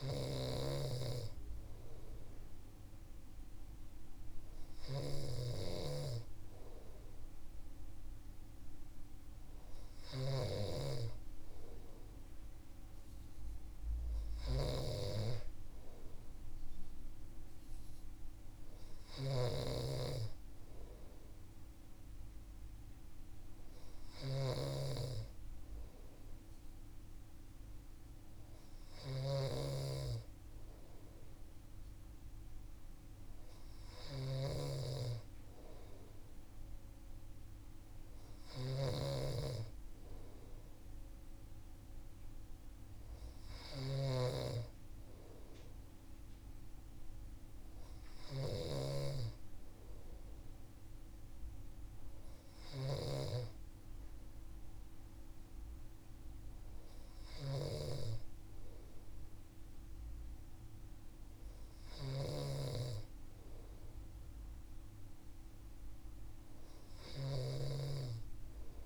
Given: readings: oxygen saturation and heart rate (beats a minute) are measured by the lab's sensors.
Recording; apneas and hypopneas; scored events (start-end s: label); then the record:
breathing in sleep by a room microphone; none
0.00-68.86 s: snoring (device-marked)
From the record:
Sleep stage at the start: N2 (light sleep); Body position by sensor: on the right side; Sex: male